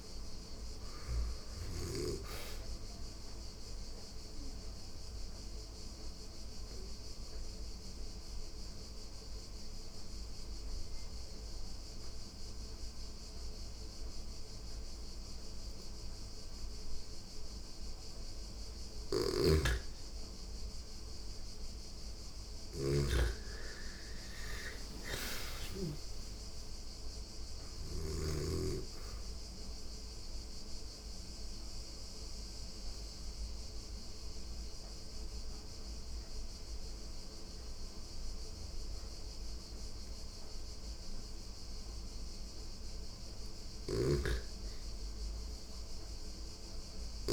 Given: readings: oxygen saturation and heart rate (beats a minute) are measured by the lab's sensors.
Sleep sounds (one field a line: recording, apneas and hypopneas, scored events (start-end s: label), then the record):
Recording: breathing in sleep by a room microphone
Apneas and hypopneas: 2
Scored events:
0.00-17.50 s: oxygen desaturation (device-marked, oxygen 85% lowest, heart rate 83 extreme)
2.50-18.50 s: obstructive apnea (oxygen 99% before, 85% lowest, heart rate 87 before, 83 extreme, up 5 after)
18.50-25.00 s: snoring (device-marked)
20.50-25.00 s: arousal
25.50-43.50 s: oxygen desaturation (device-marked, oxygen 99% before, 89% lowest, heart rate 86 before, 83 extreme)
30.00-42.00 s: obstructive apnea (oxygen 99% before, 87% lowest, heart rate 87 before, 83 extreme, up 4 after)
43.00-47.32 s: snoring (device-marked)
44.00-47.00 s: arousal
From the record:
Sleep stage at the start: N2 (light sleep)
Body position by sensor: on the back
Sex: female